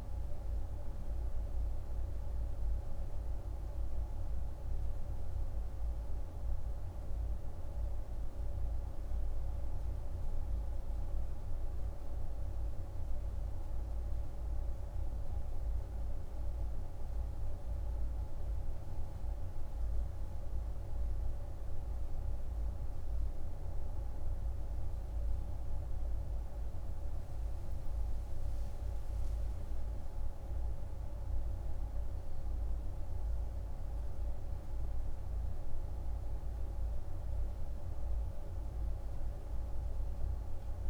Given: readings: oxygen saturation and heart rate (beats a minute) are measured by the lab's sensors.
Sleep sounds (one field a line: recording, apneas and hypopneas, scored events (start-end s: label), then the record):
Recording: breathing in sleep, hard to hear, by a room microphone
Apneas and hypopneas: 1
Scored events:
2.00-26.00 s: hypopnea (oxygen 98% before, 96% lowest, heart rate 57 before, 51 extreme, up 16 after)
32.50-40.90 s: new sleep stage, awake
From the record:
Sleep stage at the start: N1 (lightest sleep)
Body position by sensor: on the right side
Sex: male